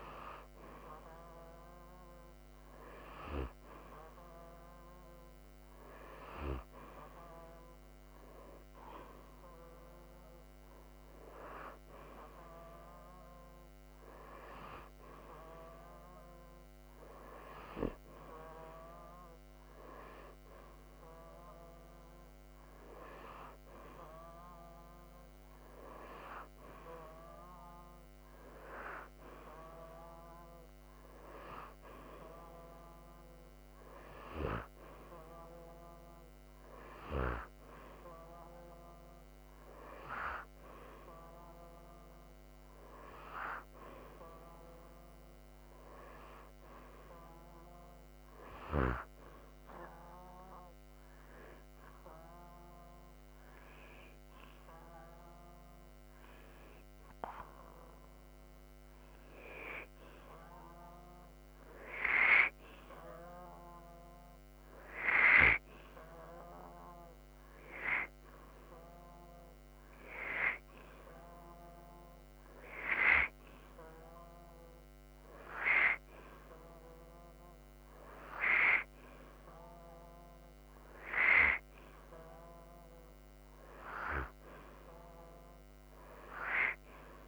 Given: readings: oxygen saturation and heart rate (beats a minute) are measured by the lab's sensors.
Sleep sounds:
breathing in sleep by a microphone on the trachea; none
none scored
From the record:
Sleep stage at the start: N2 (light sleep); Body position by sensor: upright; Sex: male

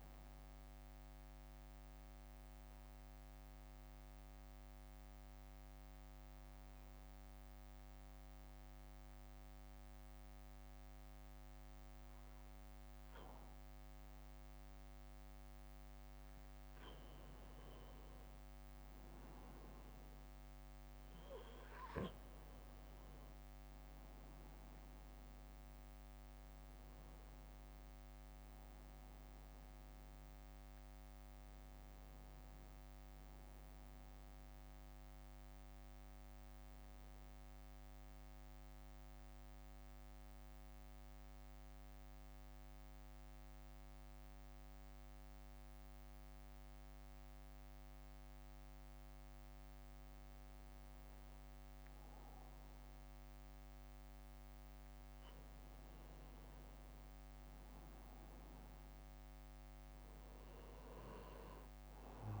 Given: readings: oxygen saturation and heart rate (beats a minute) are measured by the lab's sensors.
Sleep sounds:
breathing in sleep, hard to hear, by a microphone on the trachea; 2
0.00-4.50 s: drop in pulse transit time (device-marked, heart rate 58 extreme)
0.00-12.50 s: oxygen desaturation (device-marked, oxygen 91% lowest, heart rate 55 extreme)
2.00-17.50 s: mixed apnea (oxygen 95% before, 91% lowest, heart rate 64 before, 55 extreme, up 2 after)
23.50-28.00 s: arousal
37.50-54.50 s: mixed apnea (oxygen 96% before, 91% lowest, heart rate 59 before, 56 extreme, up 1 after)
57.50-61.00 s: arousal
From the record:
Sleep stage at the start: N2 (light sleep); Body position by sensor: on the back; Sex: male

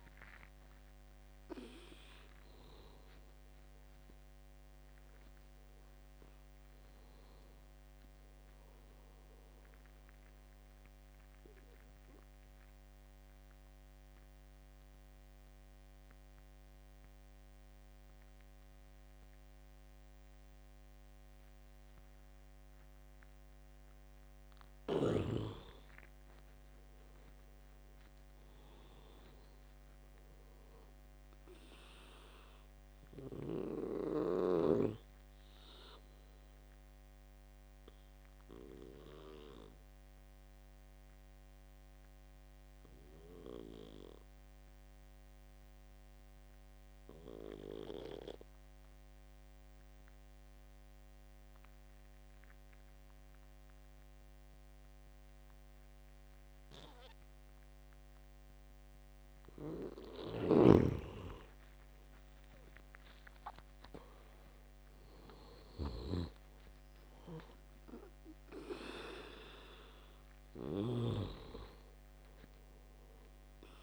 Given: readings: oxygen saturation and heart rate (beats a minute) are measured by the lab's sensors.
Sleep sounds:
breathing in sleep by a microphone on the trachea; 2
7.50-23.50 s: oxygen desaturation (device-marked, oxygen 93% before, 88% lowest, heart rate 78 before, 67 extreme)
11.00-24.50 s: obstructive apnea (oxygen 97% before, 88% lowest, heart rate 80 before, 67 extreme, up 12 after)
27.50-31.00 s: arousal
37.00-59.00 s: obstructive apnea (oxygen 98% before, 89% lowest, heart rate 72 before, 59 extreme, up 14 after)
45.50-52.50 s: oxygen desaturation (device-marked, oxygen 96% before, 92% lowest, heart rate 72 before, 71 extreme)
58.50-73.83 s: oxygen desaturation (device-marked, oxygen 97% before, 90% lowest, heart rate 70 before, 58 extreme)
62.50-66.50 s: arousal
From the record:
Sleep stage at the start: N2 (light sleep); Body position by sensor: on the back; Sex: male

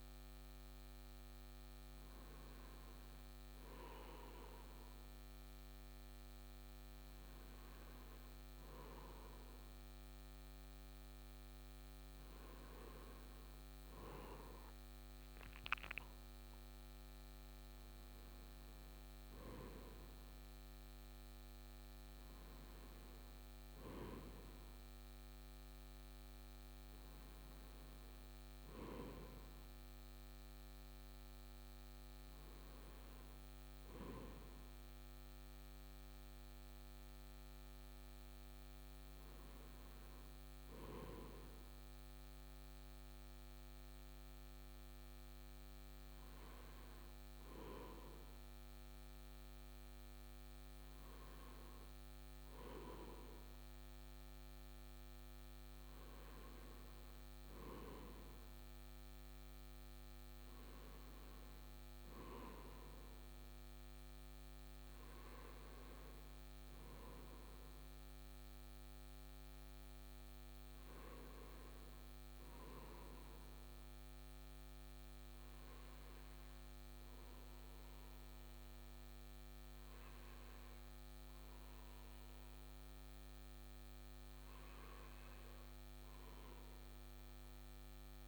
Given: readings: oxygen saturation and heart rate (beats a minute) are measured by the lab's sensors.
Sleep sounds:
breathing in sleep by a microphone on the trachea; none
none scored
From the record:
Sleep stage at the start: N1 (lightest sleep); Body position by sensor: on the right side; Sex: male

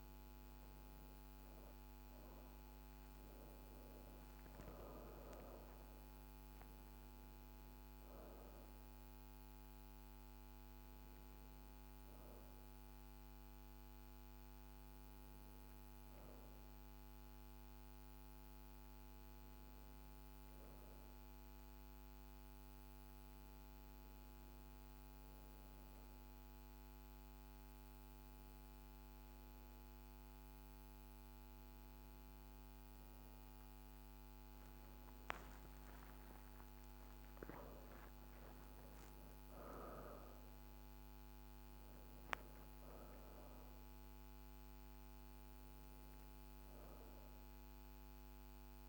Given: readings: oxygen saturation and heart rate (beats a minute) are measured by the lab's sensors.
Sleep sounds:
a person awake in a sleep study, hard to hear, by a microphone on the trachea; none
14.00-44.00 s: new sleep stage, awake
44.00-48.89 s: new sleep stage, N1 (lightest sleep)
From the record:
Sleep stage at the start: N1 (lightest sleep); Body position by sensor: on the back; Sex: female

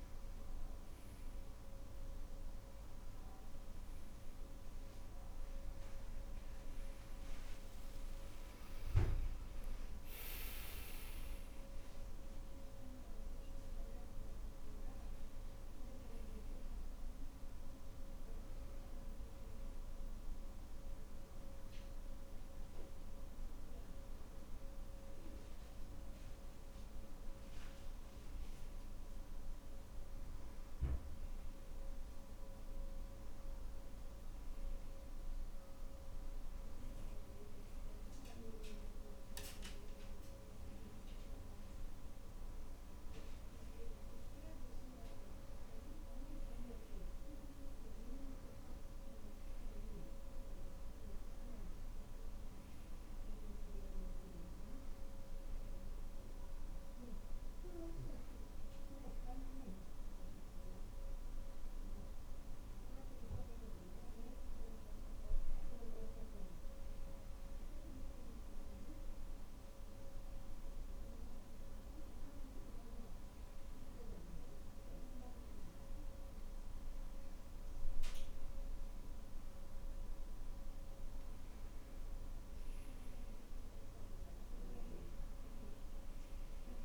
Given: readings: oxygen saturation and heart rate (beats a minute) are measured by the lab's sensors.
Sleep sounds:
breathing in sleep, hard to hear, by a room microphone; none
7.00-11.50 s: arousal
15.50-24.50 s: oxygen desaturation (device-marked, oxygen 96% before, 93% lowest, heart rate 75 before, 67 extreme)
From the record:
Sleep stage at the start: N2 (light sleep); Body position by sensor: on the back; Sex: male

